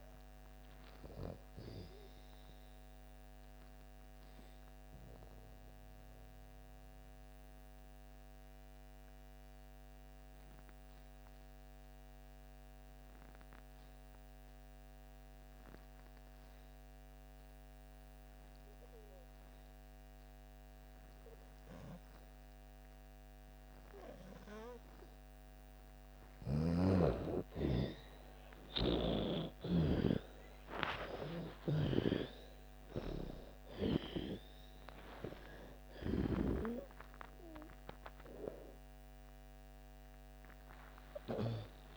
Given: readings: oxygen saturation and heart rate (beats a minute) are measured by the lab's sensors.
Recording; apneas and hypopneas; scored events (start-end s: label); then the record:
breathing in sleep by a microphone on the trachea; 1
0.00-20.50 s: oxygen desaturation (device-marked, oxygen 84% lowest)
3.00-25.50 s: obstructive apnea (oxygen 97% before, 82% lowest)
22.50-41.97 s: oxygen desaturation (device-marked, oxygen 97% before, 82% lowest)
26.00-29.50 s: snoring (device-marked)
35.00-39.50 s: arousal
From the record:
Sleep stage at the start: N2 (light sleep); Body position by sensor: on the back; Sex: female